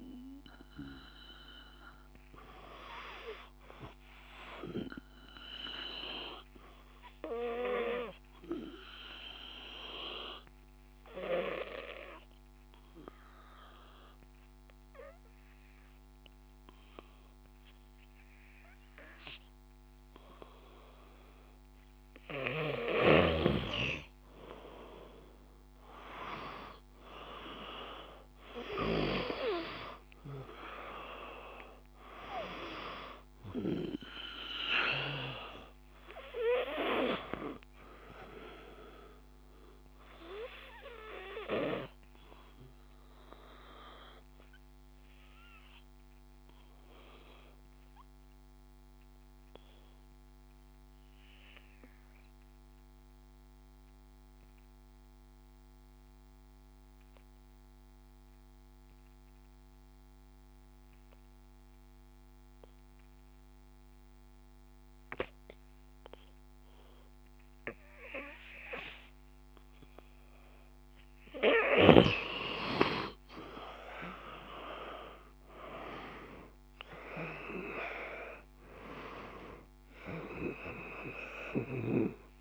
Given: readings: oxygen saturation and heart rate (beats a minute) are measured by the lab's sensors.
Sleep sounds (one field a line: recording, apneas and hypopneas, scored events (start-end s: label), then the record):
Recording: breathing in sleep by a microphone on the trachea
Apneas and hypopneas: 2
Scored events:
0.00-10.50 s: oxygen desaturation (device-marked, oxygen 89% lowest, heart rate 53 extreme)
4.00-21.50 s: obstructive apnea (oxygen 97% before, 89% lowest, heart rate 57 before, 53 extreme, up 4 after)
24.00-28.00 s: arousal
28.50-54.50 s: oxygen desaturation (device-marked, oxygen 96% before, 91% lowest, heart rate 54 before, 51 extreme)
40.00-69.50 s: obstructive apnea (oxygen 97% before, 87% lowest, heart rate 56 before, 51 extreme, up 6 after)
67.50-82.41 s: oxygen desaturation (device-marked, oxygen 97% before, 87% lowest, heart rate 54 before, 52 extreme)
72.50-77.00 s: arousal
From the record:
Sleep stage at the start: N2 (light sleep)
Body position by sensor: on the back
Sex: male